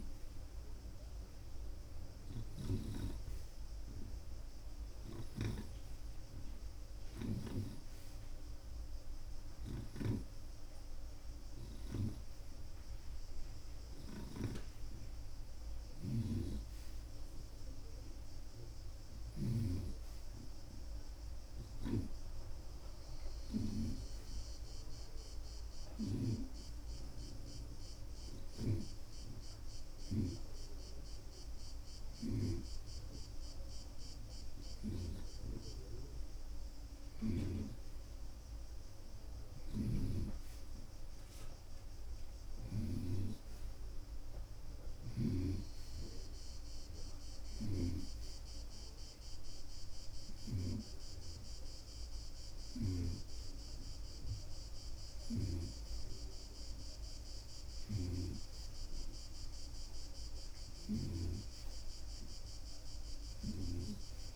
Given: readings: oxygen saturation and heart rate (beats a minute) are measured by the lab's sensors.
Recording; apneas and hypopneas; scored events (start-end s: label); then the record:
breathing in sleep by a room microphone; none
0.00-3.00 s: snoring (device-marked)
5.00-24.00 s: snoring (device-marked)
39.50-43.00 s: snoring (device-marked)
From the record:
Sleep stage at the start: N2 (light sleep); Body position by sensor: on the right side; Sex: male